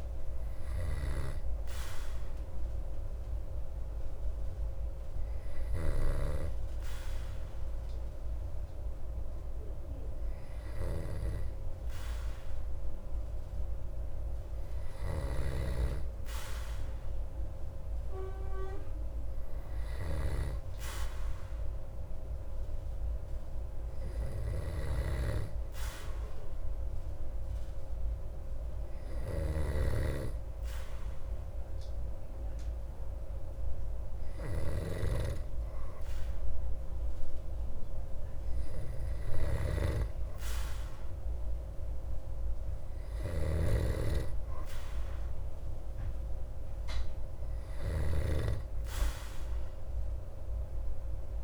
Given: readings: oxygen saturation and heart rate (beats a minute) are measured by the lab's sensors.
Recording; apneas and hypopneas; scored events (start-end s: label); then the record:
breathing in sleep by a room microphone; 2
1.00-14.50 s: hypopnea (oxygen 95% before, 92% lowest)
18.50-22.00 s: arousal
25.00-30.00 s: snoring (device-marked)
28.00-41.00 s: hypopnea (oxygen 97% before, 94% lowest)
39.50-51.44 s: snoring (device-marked)
42.50-46.50 s: arousal
From the record:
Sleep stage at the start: N2 (light sleep); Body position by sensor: on the back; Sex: male